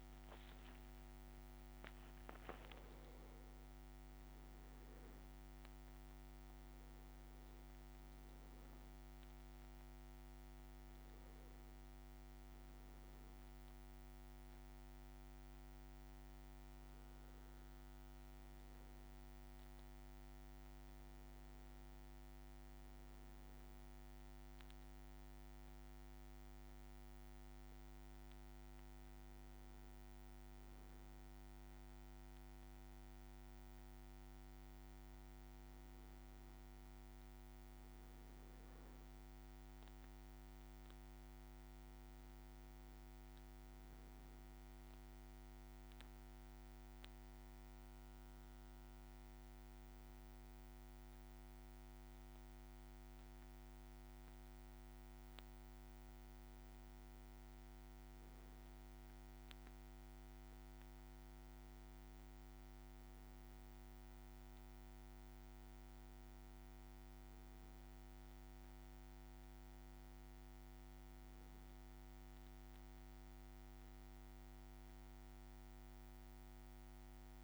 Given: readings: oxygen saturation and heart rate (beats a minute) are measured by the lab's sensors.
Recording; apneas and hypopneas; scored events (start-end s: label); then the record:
a person partly awake in a sleep study, hard to hear, by a microphone on the trachea; none
0.00-3.50 s: leg movement (device-marked)
6.00-77.44 s: new sleep stage, N2 (light sleep)
From the record:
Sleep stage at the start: awake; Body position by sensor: on the back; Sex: male